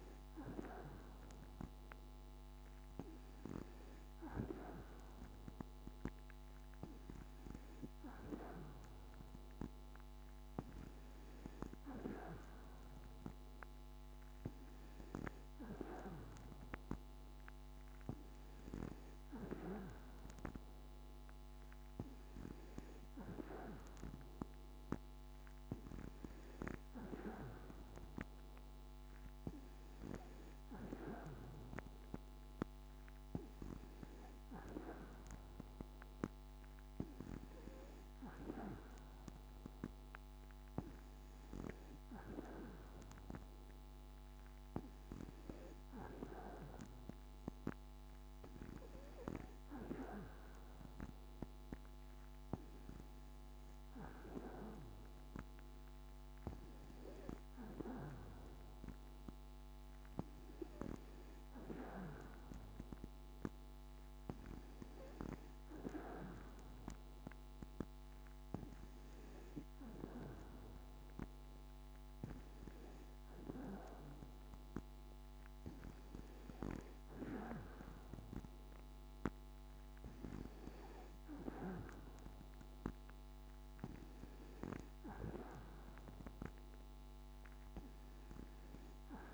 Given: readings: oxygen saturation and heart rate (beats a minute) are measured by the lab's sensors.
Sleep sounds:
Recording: breathing in sleep by a microphone on the trachea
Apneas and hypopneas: none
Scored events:
none scored
From the record:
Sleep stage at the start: N2 (light sleep)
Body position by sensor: on the back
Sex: female

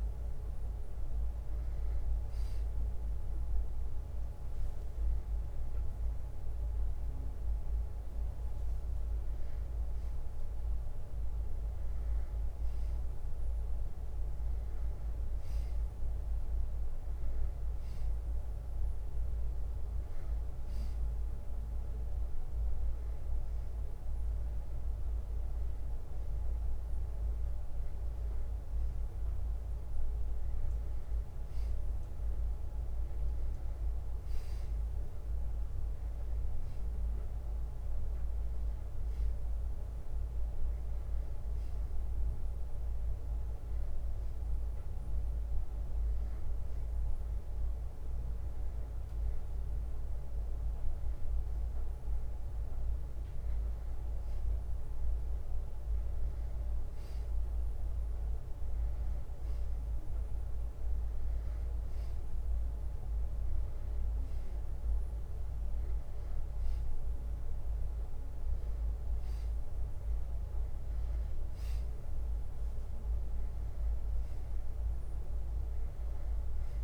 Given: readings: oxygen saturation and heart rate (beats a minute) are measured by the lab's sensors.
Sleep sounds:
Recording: breathing in sleep, hard to hear, by a room microphone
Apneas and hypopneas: none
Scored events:
5.50-7.50 s: long interval between heartbeats (device-marked, heart rate 66 before, 89 extreme)
43.00-54.00 s: drop in pulse transit time (device-marked, heart rate 62 before, 62 extreme)
70.00-76.00 s: bradycardia (device-marked, heart rate 63 before, 58 extreme)
72.00-76.84 s: new sleep stage, N1 (lightest sleep)
From the record:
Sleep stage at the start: N2 (light sleep)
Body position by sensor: on the back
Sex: male

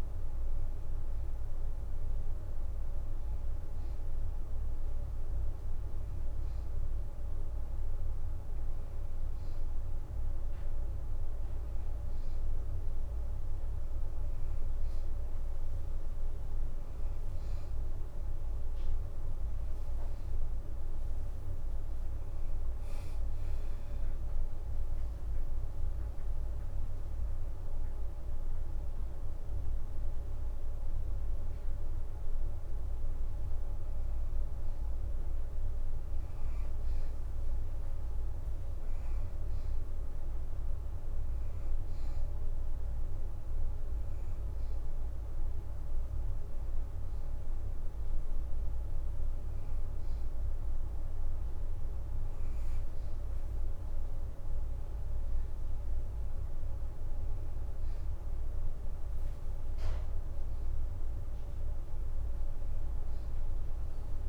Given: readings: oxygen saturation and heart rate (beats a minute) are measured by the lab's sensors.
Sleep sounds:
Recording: breathing in sleep, hard to hear, by a room microphone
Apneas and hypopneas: none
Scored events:
20.50-25.50 s: arousal
48.50-57.50 s: oxygen desaturation (device-marked, oxygen 90% before, 86% lowest, heart rate 44 before, 86 extreme)
From the record:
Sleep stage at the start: N2 (light sleep)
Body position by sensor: on the right side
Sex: female

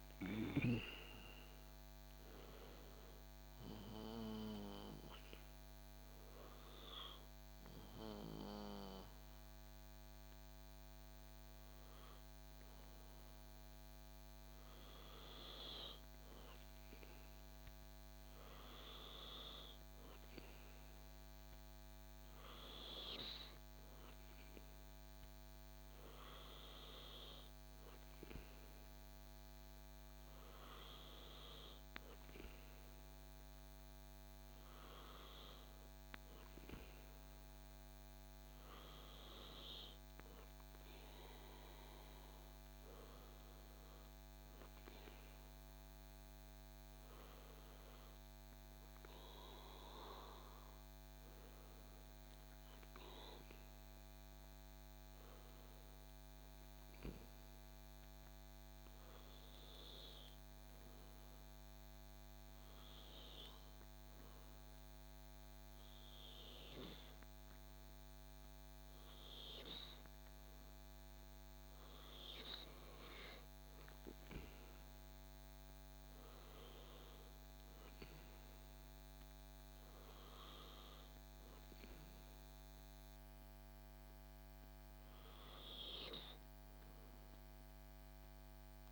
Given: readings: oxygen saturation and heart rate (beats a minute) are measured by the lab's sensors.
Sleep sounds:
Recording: breathing in sleep by a microphone on the trachea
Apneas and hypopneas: 1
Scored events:
3.50-18.50 s: oxygen desaturation (device-marked, oxygen 97% before, 94% lowest, heart rate 69 before, 61 extreme)
60.50-71.00 s: hypopnea (oxygen 95% before, 92% lowest, heart rate 73 before, 64 extreme, up 9 after)
73.00-75.50 s: arousal
79.50-88.92 s: oxygen desaturation (device-marked, oxygen 96% before, 92% lowest, heart rate 67 before, 66 extreme)
From the record:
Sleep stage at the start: N2 (light sleep)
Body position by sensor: on the back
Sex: male

